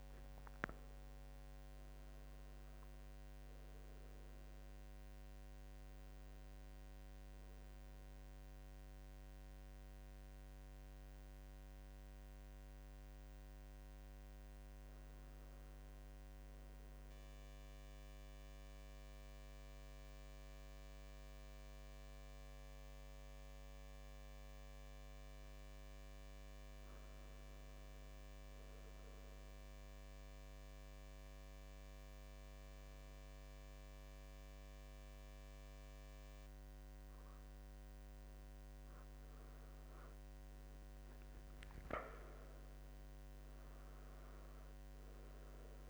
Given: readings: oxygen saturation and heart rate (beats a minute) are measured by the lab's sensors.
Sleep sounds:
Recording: breathing in sleep, hard to hear, by a microphone on the trachea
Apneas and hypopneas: none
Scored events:
0.00-1.00 s: arousal
35.50-45.50 s: oxygen desaturation (device-marked, oxygen 95% before, 92% lowest, heart rate 80 before, 70 extreme)
41.50-45.50 s: arousal
From the record:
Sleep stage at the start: N2 (light sleep)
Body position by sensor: on the right side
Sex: male

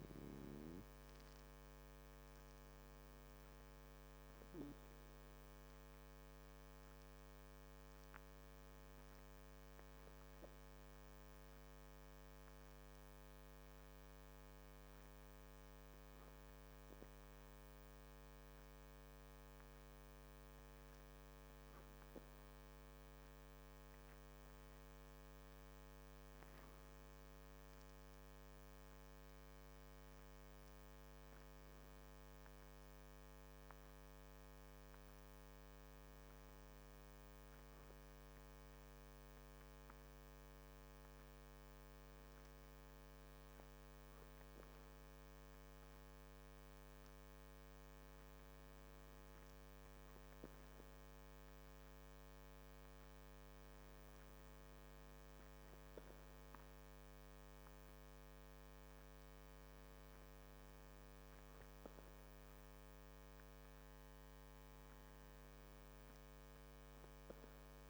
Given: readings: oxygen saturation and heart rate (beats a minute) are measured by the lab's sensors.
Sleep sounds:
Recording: breathing in sleep, hard to hear, by a microphone on the trachea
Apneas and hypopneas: none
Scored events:
0.00-8.00 s: oxygen desaturation (device-marked, oxygen 92% lowest, heart rate 50 extreme)
From the record:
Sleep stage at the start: N2 (light sleep)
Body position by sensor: on the back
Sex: male

